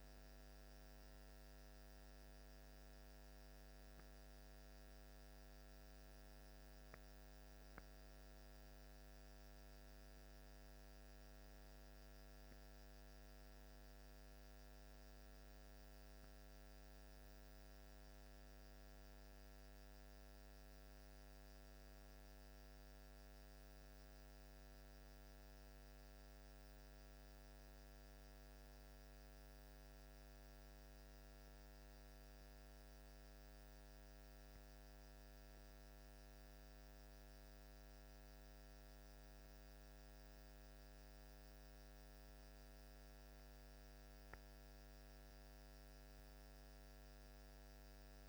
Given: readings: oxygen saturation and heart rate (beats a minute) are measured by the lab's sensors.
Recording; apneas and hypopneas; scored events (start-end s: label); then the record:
a person awake in a sleep study, hard to hear, by a microphone on the trachea; none
none scored
From the record:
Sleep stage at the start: awake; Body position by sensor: on the back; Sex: male